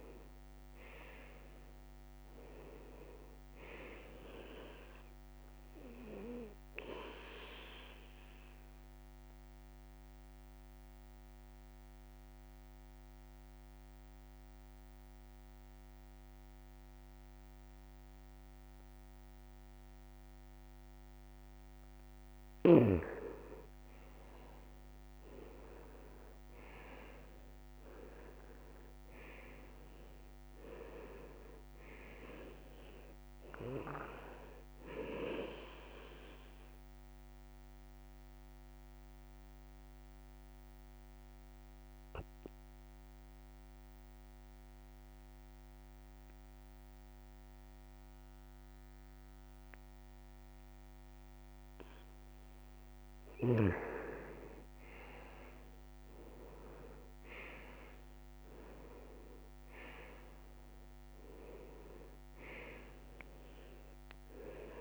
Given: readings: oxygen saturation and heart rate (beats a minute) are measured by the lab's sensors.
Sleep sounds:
breathing in sleep by a microphone on the trachea; 2
5.00-26.00 s: oxygen desaturation (device-marked, oxygen 97% before, 89% lowest, heart rate 71 before, 66 extreme)
7.50-22.00 s: obstructive apnea (oxygen 97% before, 88% lowest, heart rate 72 before, 66 extreme, up 7 after)
27.00-31.00 s: arousal
36.00-55.00 s: oxygen desaturation (device-marked, oxygen 98% before, 91% lowest, heart rate 70 before, 68 extreme)
36.50-53.00 s: mixed apnea (oxygen 98% before, 87% lowest, heart rate 70 before, 68 extreme)
54.00-58.00 s: arousal
63.00-64.81 s: oxygen desaturation (device-marked, oxygen 98% before, 88% lowest, heart rate 122 before, 44 extreme)
From the record:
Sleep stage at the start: N2 (light sleep); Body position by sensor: on the back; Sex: male

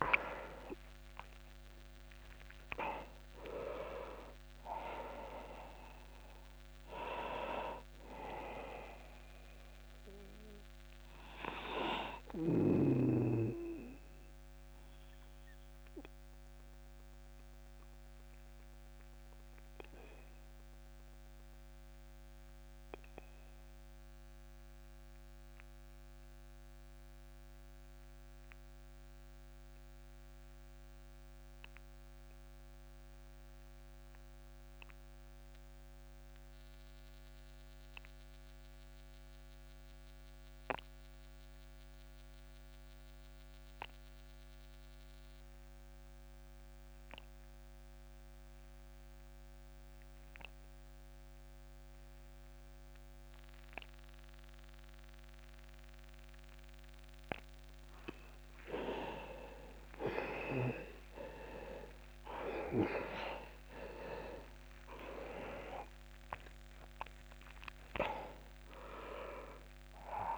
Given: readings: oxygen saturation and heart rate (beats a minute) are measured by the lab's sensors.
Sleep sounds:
breathing in sleep by a microphone on the trachea; 1
0.00-30.00 s: oxygen desaturation (device-marked, oxygen 84% lowest)
7.00-70.38 s: new sleep stage, REM sleep
12.00-58.50 s: obstructive apnea (oxygen 98% before, 83% lowest)
50.00-70.38 s: oxygen desaturation (device-marked, oxygen 99% before, 83% lowest)
60.50-65.00 s: arousal
From the record:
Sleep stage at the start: N2 (light sleep); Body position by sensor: on the back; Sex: male

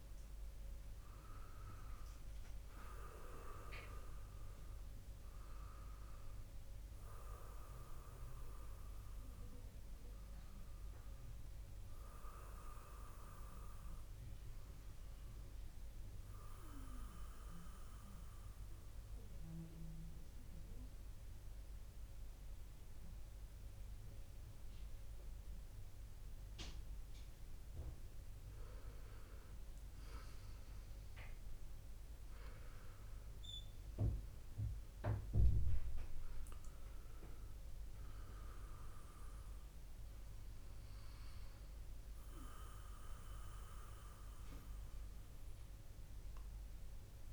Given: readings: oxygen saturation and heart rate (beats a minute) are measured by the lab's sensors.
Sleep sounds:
breathing in sleep by a room microphone; 1
0.00-2.00 s: arousal
0.00-18.50 s: oxygen desaturation (device-marked, oxygen 96% lowest, heart rate 53 extreme)
16.50-28.50 s: central apnea (oxygen 99% before, 95% lowest, heart rate 55 before, 52 extreme, up 1 after)
32.00-36.50 s: arousal
From the record:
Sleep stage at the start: REM sleep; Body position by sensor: on the back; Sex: male

